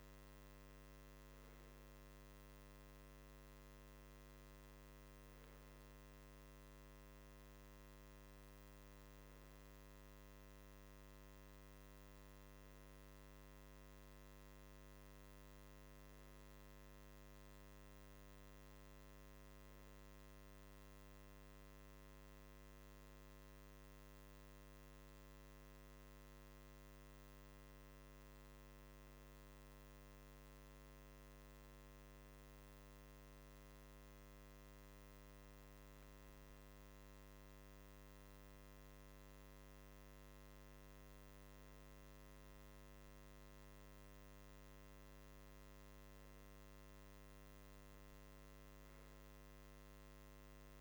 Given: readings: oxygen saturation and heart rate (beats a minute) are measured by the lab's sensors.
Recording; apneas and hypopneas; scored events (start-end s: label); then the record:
breathing in sleep, hard to hear, by a microphone on the trachea; none
none scored
From the record:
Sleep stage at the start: REM sleep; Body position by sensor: on the right side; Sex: male